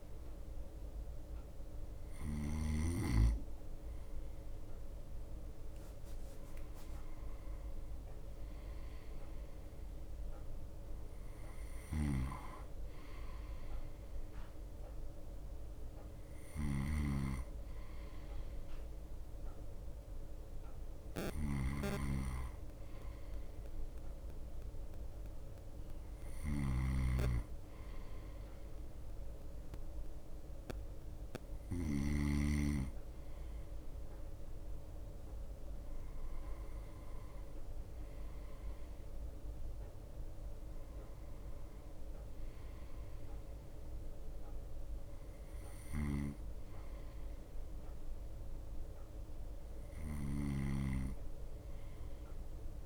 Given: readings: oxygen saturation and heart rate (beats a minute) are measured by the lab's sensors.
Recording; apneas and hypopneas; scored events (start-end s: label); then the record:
breathing in sleep by a room microphone; none
0.00-1.00 s: bradycardia (device-marked)
0.00-3.00 s: snoring (device-marked)
6.50-8.50 s: long interval between heartbeats (device-marked, heart rate 47 before, 62 extreme)
7.00-19.00 s: bradycardia (device-marked, heart rate 46 before, 28 extreme)
11.00-13.00 s: long interval between heartbeats (device-marked, heart rate 52 before, 37 extreme)
12.00-32.50 s: snoring (device-marked)
22.00-24.00 s: long interval between heartbeats (device-marked, heart rate 50 before, 60 extreme)
22.00-52.86 s: bradycardia (device-marked)
27.00-29.00 s: long interval between heartbeats (device-marked, heart rate 49 before, 44 extreme)
35.50-37.50 s: long interval between heartbeats (device-marked, heart rate 45 before, 27 extreme)
37.00-49.00 s: drop in pulse transit time (device-marked)
37.50-39.50 s: long interval between heartbeats (device-marked, heart rate 44 before, 36 extreme)
43.00-45.00 s: long interval between heartbeats (device-marked)
46.50-52.86 s: snoring (device-marked)
47.00-49.00 s: long interval between heartbeats (device-marked, heart rate 31 before, 31 extreme)
From the record:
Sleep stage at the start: N2 (light sleep); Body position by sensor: on the right side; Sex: male